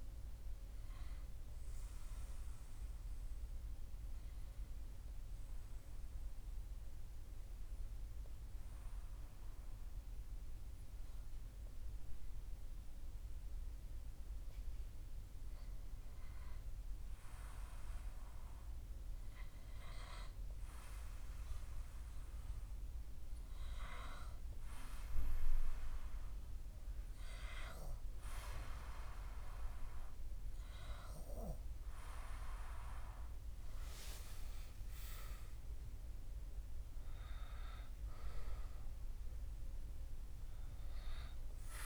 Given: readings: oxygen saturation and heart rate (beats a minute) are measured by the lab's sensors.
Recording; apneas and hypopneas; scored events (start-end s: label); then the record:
breathing in sleep by a room microphone; 1
2.00-14.50 s: obstructive apnea (oxygen 96% before, 93% lowest, heart rate 61 before, 54 extreme, up 7 after)
16.50-20.00 s: arousal
33.50-37.00 s: arousal
From the record:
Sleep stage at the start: N2 (light sleep); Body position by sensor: on the back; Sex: male